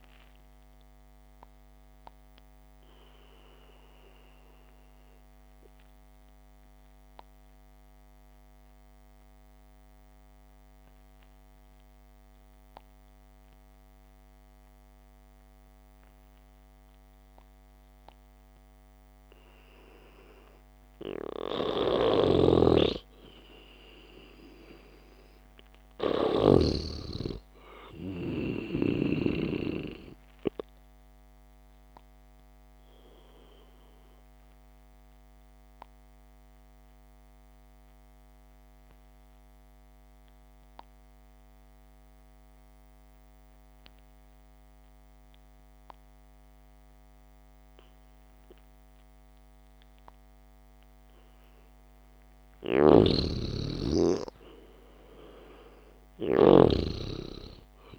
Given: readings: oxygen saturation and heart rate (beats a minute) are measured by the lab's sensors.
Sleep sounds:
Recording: breathing in sleep by a microphone on the trachea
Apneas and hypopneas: 2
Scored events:
0.00-8.50 s: oxygen desaturation (device-marked, oxygen 93% lowest, heart rate 56 extreme)
3.00-20.50 s: obstructive apnea (oxygen 98% before, 92% lowest, heart rate 60 before, 56 extreme)
21.00-25.50 s: arousal
22.50-27.50 s: snoring (device-marked)
36.00-51.00 s: obstructive apnea (oxygen 97% before, 92% lowest, heart rate 61 before, 55 extreme, up 0 after)
53.50-57.99 s: snoring (device-marked)
56.00-57.99 s: arousal
From the record:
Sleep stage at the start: N2 (light sleep)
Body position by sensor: on the back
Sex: male

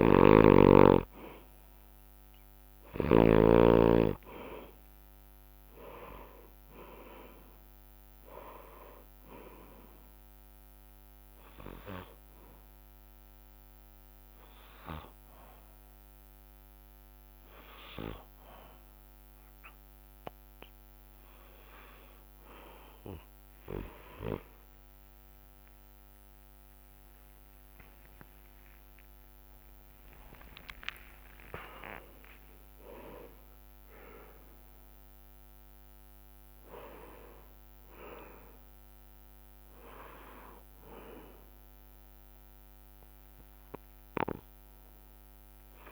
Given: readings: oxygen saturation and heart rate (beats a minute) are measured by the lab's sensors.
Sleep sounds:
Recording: breathing in sleep by a microphone on the trachea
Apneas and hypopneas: 1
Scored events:
0.00-3.00 s: snoring (device-marked)
7.50-24.50 s: oxygen desaturation (device-marked, oxygen 95% before, 91% lowest, heart rate 66 before, 58 extreme)
10.50-21.50 s: hypopnea (oxygen 97% before, 91% lowest, heart rate 67 before, 58 extreme, up 21 after)
12.50-15.50 s: bradycardia (device-marked, heart rate 67 before, 62 extreme)
24.50-30.00 s: arousal
29.50-40.50 s: drop in pulse transit time (device-marked, heart rate 67 before, 75 extreme)
30.00-32.00 s: long interval between heartbeats (device-marked, heart rate 67 before, 89 extreme)
33.50-42.50 s: oxygen desaturation (device-marked, oxygen 97% before, 94% lowest, heart rate 71 before, 55 extreme)
From the record:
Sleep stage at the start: N2 (light sleep)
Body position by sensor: on the back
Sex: male

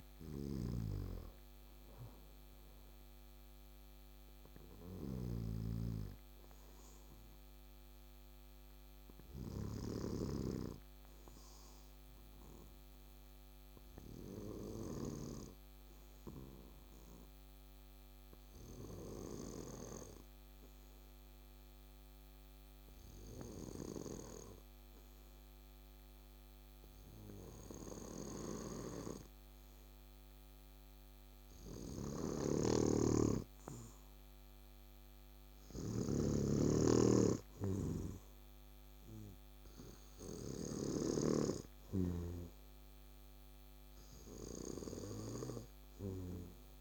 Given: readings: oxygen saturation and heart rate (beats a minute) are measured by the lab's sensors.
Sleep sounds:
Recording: breathing in sleep by a microphone on the trachea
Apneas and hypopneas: 1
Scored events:
0.00-5.50 s: snoring (device-marked)
0.00-15.50 s: oxygen desaturation (device-marked, oxygen 91% lowest, heart rate 66 extreme)
14.00-32.00 s: obstructive apnea (oxygen 95% before, 91% lowest, heart rate 73 before, 66 extreme, up 6 after)
32.00-41.00 s: snoring (device-marked)
34.50-46.81 s: oxygen desaturation (device-marked, oxygen 98% before, 94% lowest, heart rate 67 before, 67 extreme)
From the record:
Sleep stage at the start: N2 (light sleep)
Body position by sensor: on the back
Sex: male

